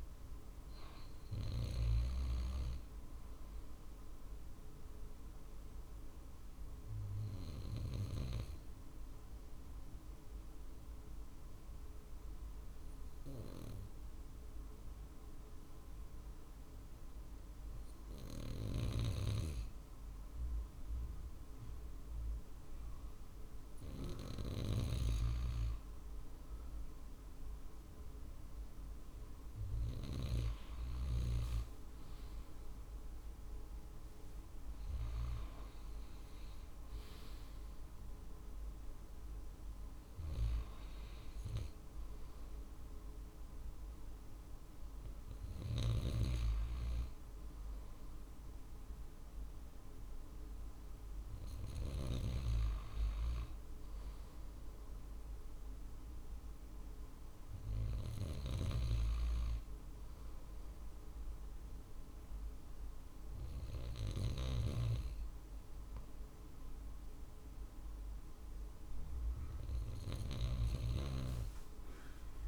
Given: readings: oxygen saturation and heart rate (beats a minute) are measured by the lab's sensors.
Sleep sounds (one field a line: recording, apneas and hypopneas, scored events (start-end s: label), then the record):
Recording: breathing in sleep by a room microphone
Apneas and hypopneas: 1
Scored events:
6.50-23.50 s: obstructive apnea (oxygen 91% before, 91% lowest, heart rate 51 before, 50 extreme, up 1 after)
18.00-24.50 s: snoring (device-marked)
24.50-28.00 s: arousal
35.00-50.00 s: drop in pulse transit time (device-marked, heart rate 50 before, 50 extreme)
From the record:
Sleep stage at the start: N2 (light sleep)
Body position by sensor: on the right side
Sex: male